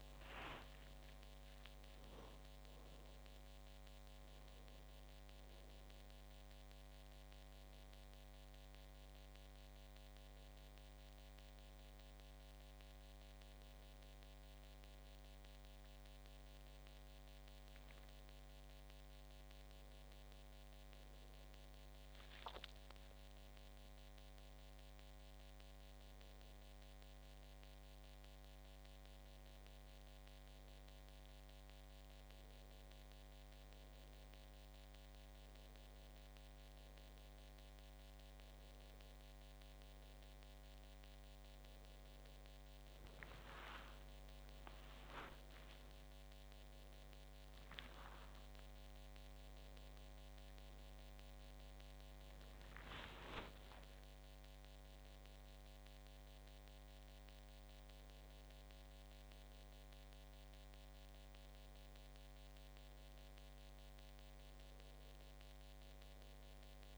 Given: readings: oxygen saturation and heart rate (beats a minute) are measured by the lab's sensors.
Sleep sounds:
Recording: a person awake in a sleep study, hard to hear, by a microphone on the trachea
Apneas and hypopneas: none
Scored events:
52.00-66.98 s: new sleep stage, N1 (lightest sleep)
From the record:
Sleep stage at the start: awake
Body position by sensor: on the back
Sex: male

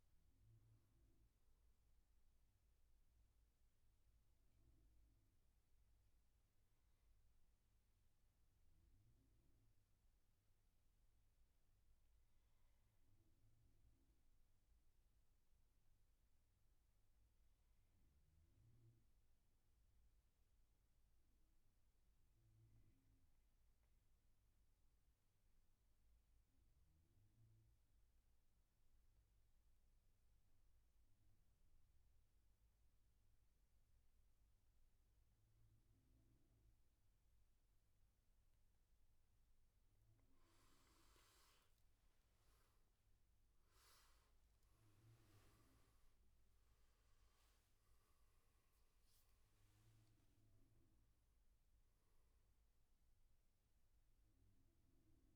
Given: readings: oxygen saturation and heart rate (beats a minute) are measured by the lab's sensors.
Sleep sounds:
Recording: breathing in sleep, hard to hear, by a room microphone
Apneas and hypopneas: 1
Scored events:
0.00-6.50 s: oxygen desaturation (device-marked, oxygen 89% lowest, heart rate 62 extreme)
3.50-39.50 s: obstructive apnea (oxygen 97% before, 88% lowest, heart rate 75 before, 60 extreme, up 14 after)
29.50-55.36 s: oxygen desaturation (device-marked, oxygen 99% before, 88% lowest, heart rate 70 before, 60 extreme)
41.00-44.50 s: arousal
From the record:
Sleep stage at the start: N2 (light sleep)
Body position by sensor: on the back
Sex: male

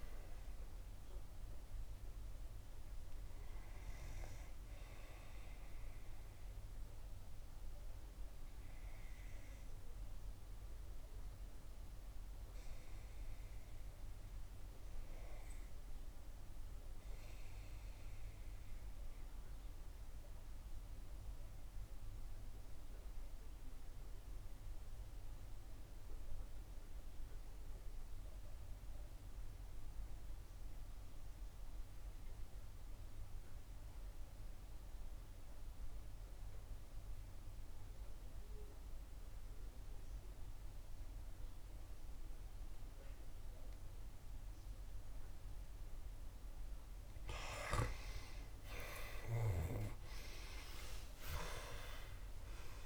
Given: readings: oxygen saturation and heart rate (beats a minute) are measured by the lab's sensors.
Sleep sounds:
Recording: breathing in sleep by a room microphone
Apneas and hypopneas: 1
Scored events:
0.00-21.00 s: oxygen desaturation (device-marked, oxygen 78% lowest, heart rate 61 extreme)
3.00-52.86 s: new sleep stage, N2 (light sleep)
16.50-46.50 s: obstructive apnea (oxygen 87% before, 80% lowest, heart rate 70 before, 58 extreme, up 10 after)
40.00-52.86 s: oxygen desaturation (device-marked, oxygen 97% before, 84% lowest, heart rate 64 before, 58 extreme)
48.50-52.86 s: arousal
From the record:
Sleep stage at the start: REM sleep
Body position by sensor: on the back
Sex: female

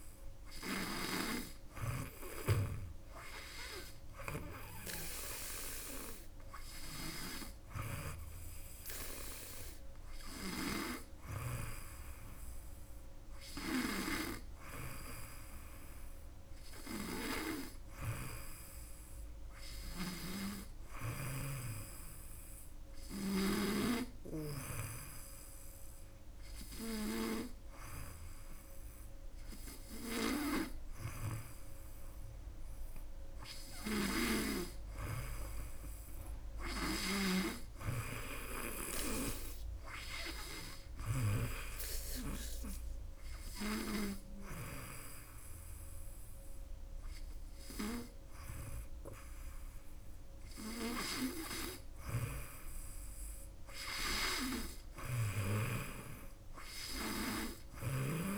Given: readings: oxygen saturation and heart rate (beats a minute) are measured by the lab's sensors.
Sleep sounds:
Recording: breathing in sleep by a room microphone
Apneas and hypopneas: none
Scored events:
0.00-1.00 s: snoring (device-marked)
19.50-23.50 s: snoring (device-marked)
33.50-37.00 s: snoring (device-marked)
54.50-58.00 s: snoring (device-marked)
From the record:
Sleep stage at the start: N2 (light sleep)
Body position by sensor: on the back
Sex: female

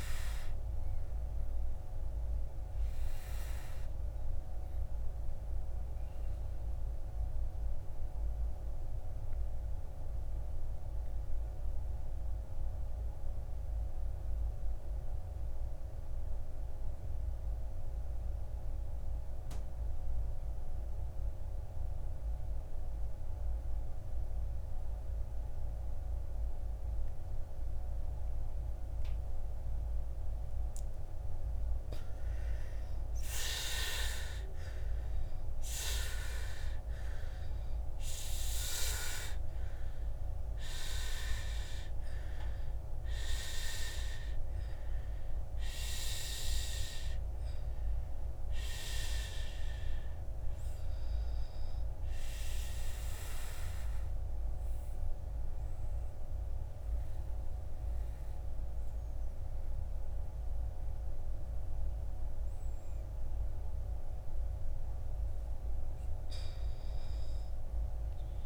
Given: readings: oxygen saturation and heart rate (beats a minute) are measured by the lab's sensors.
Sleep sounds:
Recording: breathing in sleep by a room microphone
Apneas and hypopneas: 2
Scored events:
0.50-31.00 s: obstructive apnea (oxygen 99% before, 83% lowest, heart rate 54 before, 48 extreme, up 15 after)
2.00-4.00 s: long interval between heartbeats (device-marked, heart rate 55 before, 58 extreme)
8.00-10.00 s: long interval between heartbeats (device-marked, heart rate 57 before, 51 extreme)
10.00-25.00 s: oxygen desaturation (device-marked, oxygen 98% before, 94% lowest, heart rate 57 before, 50 extreme)
33.50-37.50 s: arousal
37.00-66.00 s: oxygen desaturation (device-marked, oxygen 98% before, 83% lowest, heart rate 57 before, 49 extreme)
52.00-63.50 s: obstructive apnea (oxygen 98% before, 83% lowest, heart rate 64 before, 49 extreme, up 3 after)
66.00-68.46 s: arousal
From the record:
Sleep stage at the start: N2 (light sleep)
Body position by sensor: on the back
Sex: male

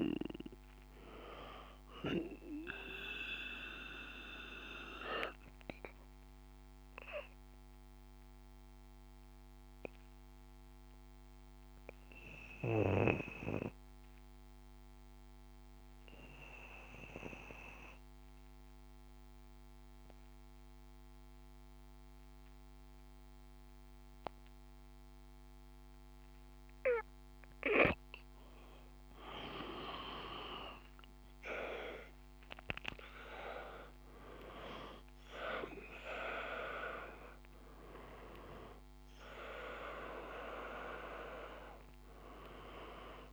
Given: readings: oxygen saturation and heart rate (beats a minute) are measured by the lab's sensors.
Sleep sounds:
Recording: breathing in sleep by a microphone on the trachea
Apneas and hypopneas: 1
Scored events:
0.00-15.50 s: oxygen desaturation (device-marked, oxygen 89% lowest, heart rate 51 extreme)
2.00-25.50 s: obstructive apnea (oxygen 98% before, 89% lowest, heart rate 55 before, 52 extreme, up 5 after)
28.50-32.50 s: arousal
35.50-43.33 s: oxygen desaturation (device-marked, oxygen 97% before, 93% lowest, heart rate 54 before, 54 extreme)
From the record:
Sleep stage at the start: N2 (light sleep)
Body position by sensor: on the back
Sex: male

